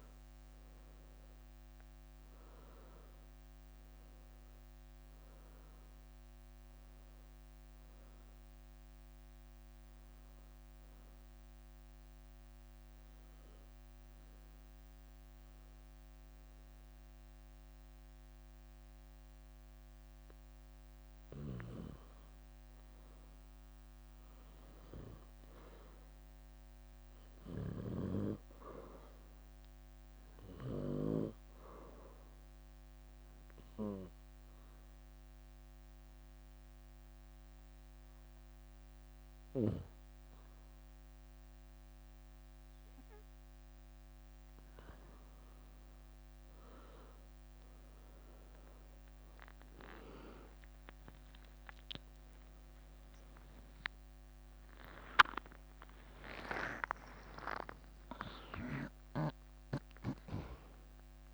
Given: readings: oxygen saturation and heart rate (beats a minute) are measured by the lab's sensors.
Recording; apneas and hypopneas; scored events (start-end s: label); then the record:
breathing in sleep by a microphone on the trachea; 2
5.00-18.00 s: oxygen desaturation (device-marked, oxygen 97% before, 90% lowest, heart rate 67 before, 60 extreme)
8.00-21.00 s: obstructive apnea (oxygen 98% before, 89% lowest, heart rate 69 before, 60 extreme, up 9 after)
22.50-26.00 s: arousal
29.00-43.00 s: oxygen desaturation (device-marked, oxygen 98% before, 95% lowest, heart rate 63 before, 63 extreme)
35.00-46.00 s: hypopnea (oxygen 98% before, 89% lowest, heart rate 64 before, 65 extreme, up 16 after)
45.00-61.34 s: oxygen desaturation (device-marked, oxygen 96% before, 89% lowest, heart rate 66 before, 61 extreme)
51.50-59.50 s: arousal
54.50-58.50 s: leg movement (device-marked)
From the record:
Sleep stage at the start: N2 (light sleep); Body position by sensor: on the back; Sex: female